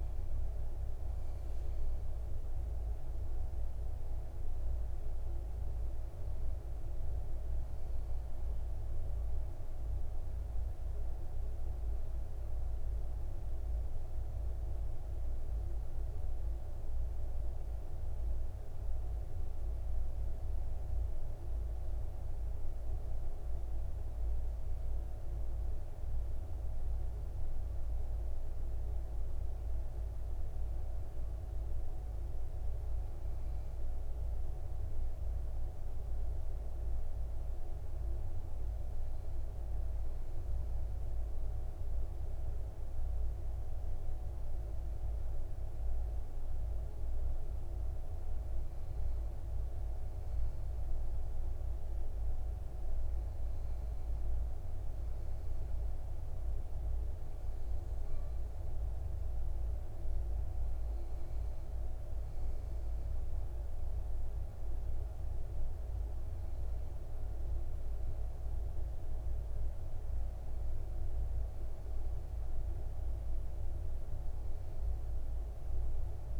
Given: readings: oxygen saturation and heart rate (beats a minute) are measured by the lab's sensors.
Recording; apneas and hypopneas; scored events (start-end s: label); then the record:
a person partly awake in a sleep study, hard to hear, by a room microphone; none
14.00-44.00 s: new sleep stage, N1 (lightest sleep)
44.00-76.40 s: new sleep stage, N2 (light sleep)
From the record:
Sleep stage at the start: awake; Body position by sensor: on the back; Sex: male